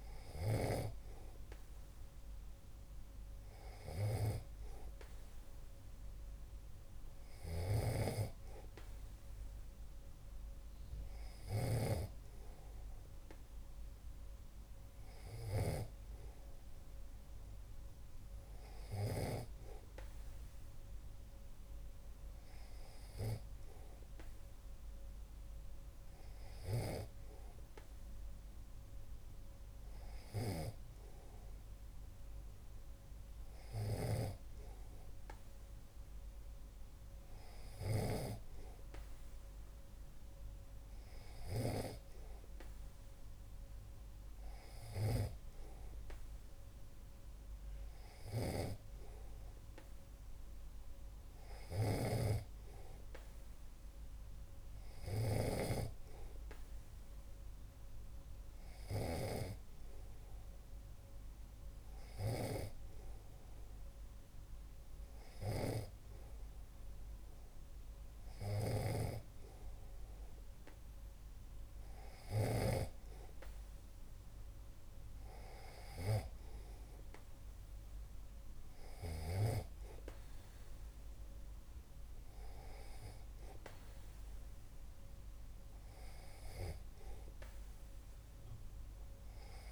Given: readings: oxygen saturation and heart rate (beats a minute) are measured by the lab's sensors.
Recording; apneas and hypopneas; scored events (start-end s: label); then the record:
breathing in sleep by a room microphone; none
0.00-1.00 s: snoring (device-marked)
7.50-19.50 s: snoring (device-marked)
51.50-59.50 s: snoring (device-marked)
68.50-73.00 s: snoring (device-marked)
From the record:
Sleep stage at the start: N2 (light sleep); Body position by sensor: on the back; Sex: male